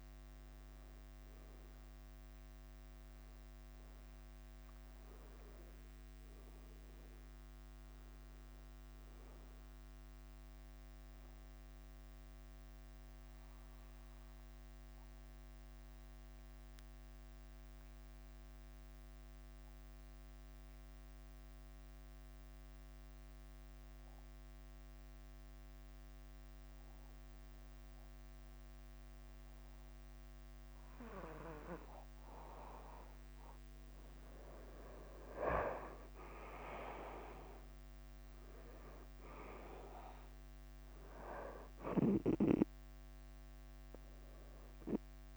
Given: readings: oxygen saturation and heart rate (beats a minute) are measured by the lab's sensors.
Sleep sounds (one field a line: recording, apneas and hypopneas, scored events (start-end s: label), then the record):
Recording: breathing in sleep by a microphone on the trachea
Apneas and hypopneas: 1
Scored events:
0.00-45.37 s: bradycardia (device-marked, heart rate 42 extreme)
6.50-10.00 s: arousal
13.50-32.00 s: obstructive apnea (oxygen 97% before, 91% lowest, heart rate 52 before, 43 extreme, up 10 after)
35.50-39.00 s: arousal
From the record:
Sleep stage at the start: N2 (light sleep)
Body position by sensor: on the back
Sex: male